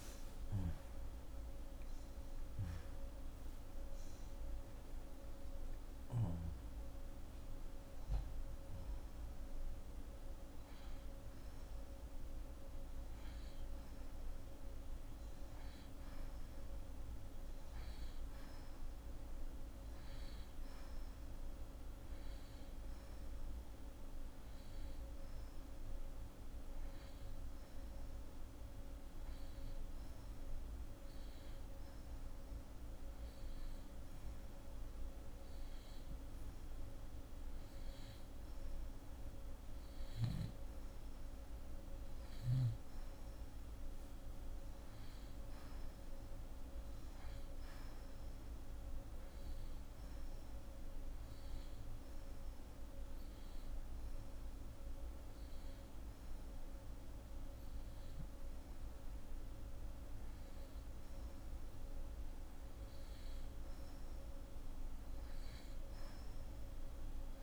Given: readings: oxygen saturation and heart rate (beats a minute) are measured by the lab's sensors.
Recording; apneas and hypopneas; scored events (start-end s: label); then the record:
breathing in sleep, hard to hear, by a room microphone; 1
0.00-2.00 s: arousal
44.00-48.00 s: arousal
50.50-60.50 s: hypopnea (oxygen 90% before, 88% lowest)
63.00-67.00 s: arousal
From the record:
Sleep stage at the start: N2 (light sleep); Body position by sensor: on the back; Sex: female